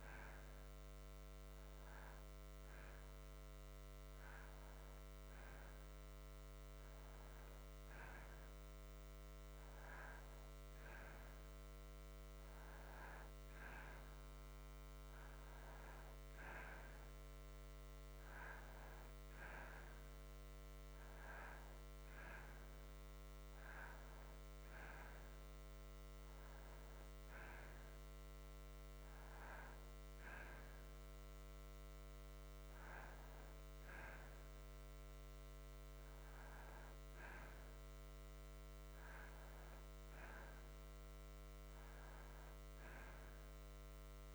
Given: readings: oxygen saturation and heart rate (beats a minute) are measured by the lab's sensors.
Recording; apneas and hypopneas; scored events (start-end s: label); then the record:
breathing in sleep by a microphone on the trachea; none
none scored
From the record:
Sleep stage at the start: N2 (light sleep); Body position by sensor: on the back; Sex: male